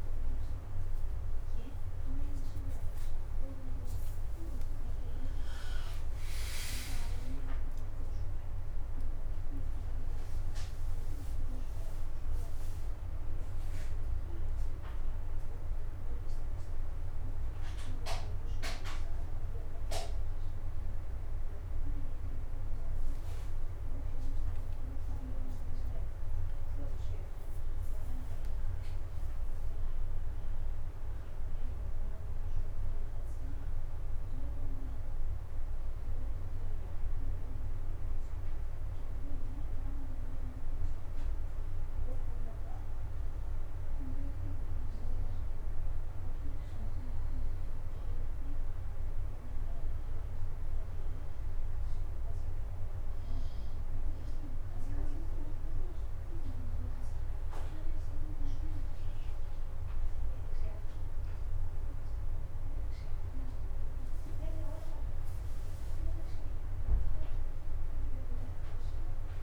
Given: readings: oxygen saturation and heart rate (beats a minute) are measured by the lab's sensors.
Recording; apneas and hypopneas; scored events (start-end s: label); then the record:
a person partly awake in a sleep study, hard to hear, by a room microphone; 1
0.00-5.50 s: oxygen desaturation (device-marked, oxygen 88% lowest)
5.50-35.50 s: new sleep stage, awake
34.00-45.00 s: mixed apnea (oxygen 97% before, 88% lowest, heart rate 128 before, 36 extreme, up 40 after)
35.50-69.43 s: new sleep stage, N2 (light sleep)
46.50-49.50 s: arousal
48.50-63.50 s: oxygen desaturation (device-marked, oxygen 95% before, 88% lowest)
67.50-69.43 s: arousal
From the record:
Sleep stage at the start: N2 (light sleep); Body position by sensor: on the back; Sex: male